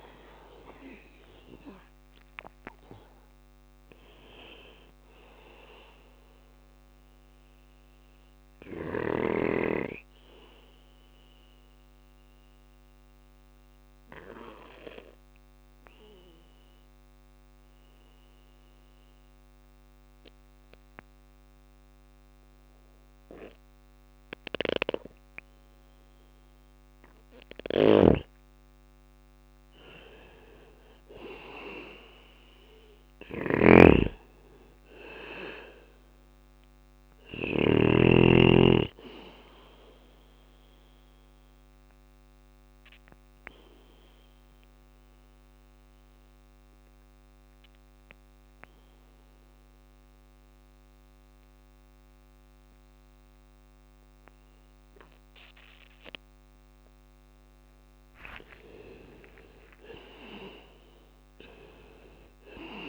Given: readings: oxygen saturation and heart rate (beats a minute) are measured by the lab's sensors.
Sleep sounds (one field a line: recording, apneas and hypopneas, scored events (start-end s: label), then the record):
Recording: breathing in sleep by a microphone on the trachea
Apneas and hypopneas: 2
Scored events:
0.00-9.00 s: drop in pulse transit time (device-marked, heart rate 63 extreme)
0.00-23.00 s: oxygen desaturation (device-marked, oxygen 92% lowest, heart rate 56 extreme)
7.50-26.50 s: obstructive apnea (oxygen 99% before, 91% lowest, heart rate 66 before, 56 extreme, up 2 after)
9.00-28.00 s: bradycardia (device-marked, heart rate 61 before, 58 extreme)
26.50-36.50 s: snoring (device-marked)
29.00-32.50 s: arousal
34.00-53.00 s: oxygen desaturation (device-marked, oxygen 100% before, 91% lowest, heart rate 59 before, 55 extreme)
37.00-51.00 s: bradycardia (device-marked, heart rate 61 before, 56 extreme)
40.00-54.50 s: obstructive apnea (oxygen 100% before, 90% lowest, heart rate 59 before, 55 extreme, up 9 after)
57.00-60.00 s: arousal
58.00-62.89 s: drop in pulse transit time (device-marked, heart rate 58 before, 55 extreme)
From the record:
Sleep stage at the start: N2 (light sleep)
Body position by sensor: on the back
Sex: male